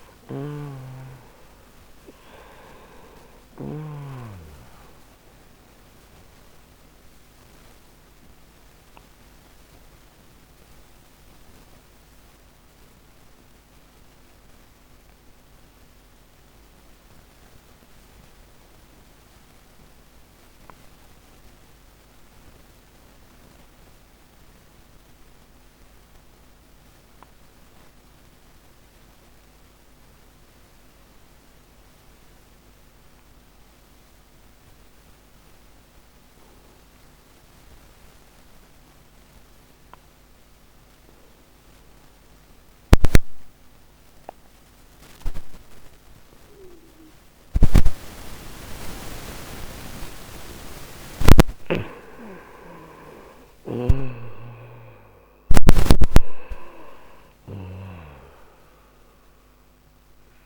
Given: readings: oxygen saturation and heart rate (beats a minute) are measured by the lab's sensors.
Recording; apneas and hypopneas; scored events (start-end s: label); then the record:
breathing in sleep by a microphone on the trachea; 1
0.00-3.50 s: snoring (device-marked)
4.00-28.00 s: oxygen desaturation (device-marked, oxygen 96% before, 89% lowest, heart rate 92 before, 55 extreme)
6.00-50.50 s: mixed apnea (oxygen 98% before, 86% lowest, heart rate 92 before, 55 extreme, up 22 after)
49.00-60.46 s: oxygen desaturation (device-marked, oxygen 96% before, 86% lowest, heart rate 76 before, 58 extreme)
52.00-56.00 s: arousal
From the record:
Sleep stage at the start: N2 (light sleep); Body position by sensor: on the right side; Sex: male